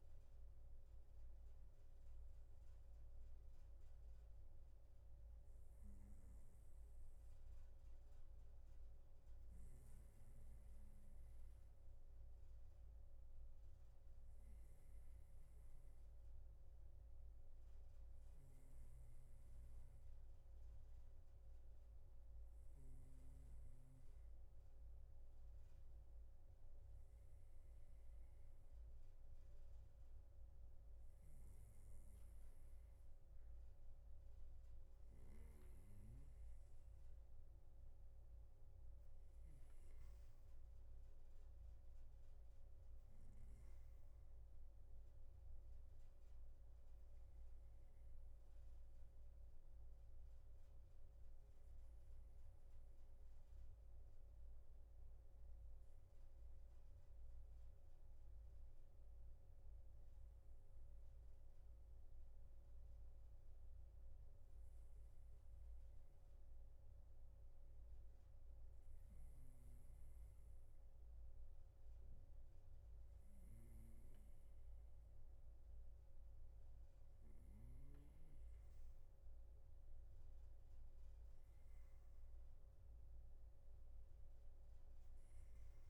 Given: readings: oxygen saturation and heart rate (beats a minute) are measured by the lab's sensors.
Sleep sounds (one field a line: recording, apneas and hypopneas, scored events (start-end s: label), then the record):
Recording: breathing in sleep, hard to hear, by a room microphone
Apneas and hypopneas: 1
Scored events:
54.50-70.00 s: hypopnea (oxygen 94% before, 94% lowest, heart rate 60 before, 58 extreme, up 2 after)
From the record:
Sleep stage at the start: N2 (light sleep)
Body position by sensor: on the right side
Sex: male